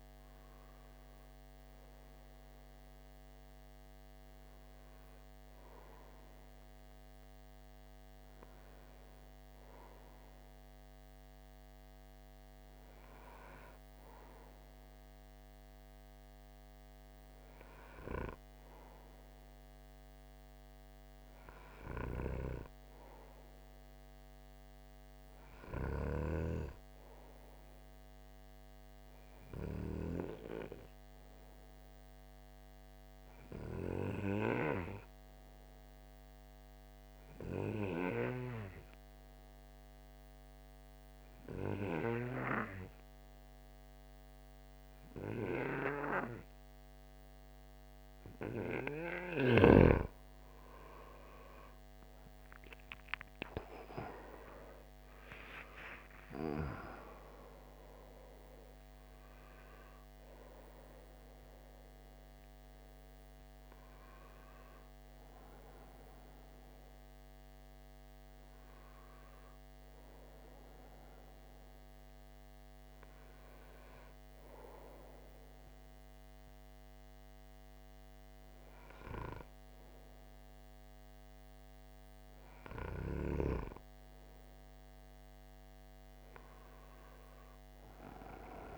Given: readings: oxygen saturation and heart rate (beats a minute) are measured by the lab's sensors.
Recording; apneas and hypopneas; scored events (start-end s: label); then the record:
breathing in sleep by a microphone on the trachea; 1
0.00-14.00 s: oxygen desaturation (device-marked, oxygen 91% lowest)
30.50-48.00 s: obstructive apnea (oxygen 96% before, 88% lowest)
39.00-79.00 s: oxygen desaturation (device-marked, oxygen 95% before, 88% lowest)
51.00-55.50 s: arousal
From the record:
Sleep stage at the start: N2 (light sleep); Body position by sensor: on the right side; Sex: male